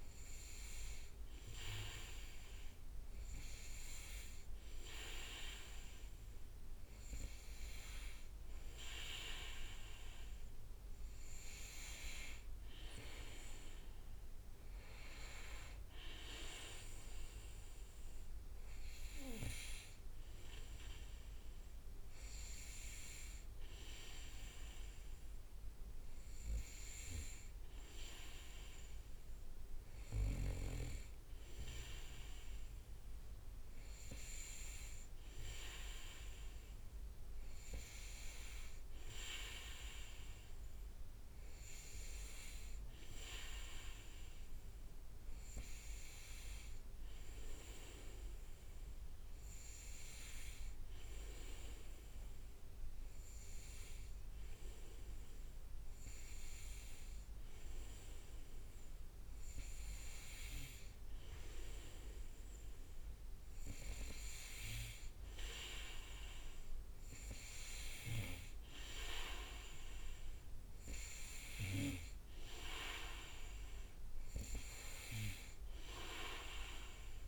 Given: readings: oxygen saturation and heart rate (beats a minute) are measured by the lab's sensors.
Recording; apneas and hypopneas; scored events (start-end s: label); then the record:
breathing in sleep by a room microphone; 1
46.00-49.50 s: arousal
52.00-63.50 s: hypopnea (oxygen 97% before, 95% lowest, heart rate 63 before, 63 extreme, up 0 after)
67.00-70.00 s: arousal
From the record:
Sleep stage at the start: N2 (light sleep); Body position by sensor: on the back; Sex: male